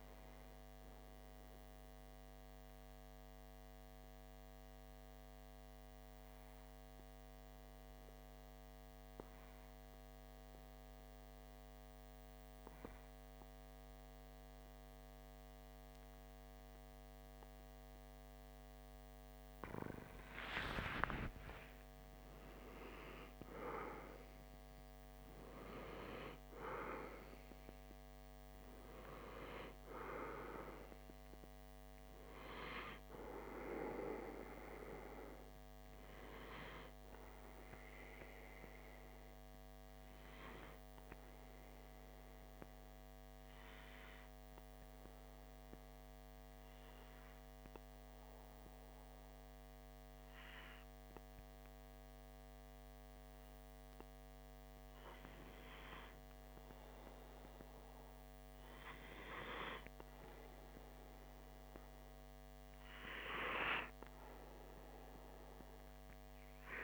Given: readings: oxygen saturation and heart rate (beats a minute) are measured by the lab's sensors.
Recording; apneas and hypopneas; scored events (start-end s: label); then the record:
breathing in sleep by a microphone on the trachea; 2
3.00-18.50 s: obstructive apnea (oxygen 97% before, 93% lowest, heart rate 60 before, 59 extreme, up 2 after)
20.00-24.50 s: arousal
41.50-54.00 s: obstructive apnea (oxygen 96% before, 93% lowest, heart rate 61 before, 54 extreme, up 7 after)
56.00-59.50 s: arousal
From the record:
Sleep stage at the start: N2 (light sleep); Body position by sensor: on the back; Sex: male